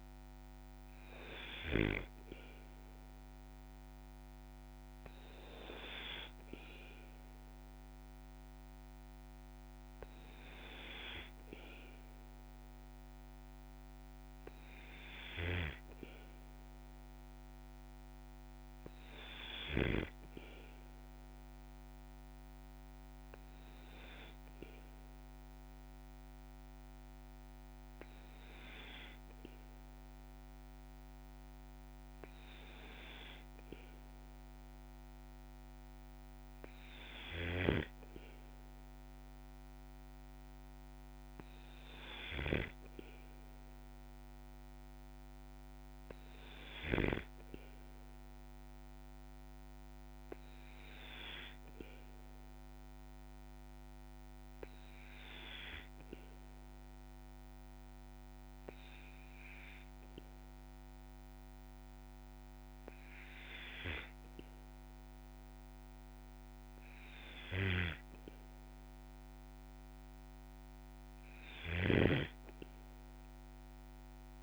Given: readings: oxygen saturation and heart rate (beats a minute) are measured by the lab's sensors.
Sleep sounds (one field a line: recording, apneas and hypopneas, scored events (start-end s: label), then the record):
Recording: breathing in sleep by a microphone on the trachea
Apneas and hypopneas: none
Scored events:
none scored
From the record:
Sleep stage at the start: N2 (light sleep)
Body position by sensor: on the back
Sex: male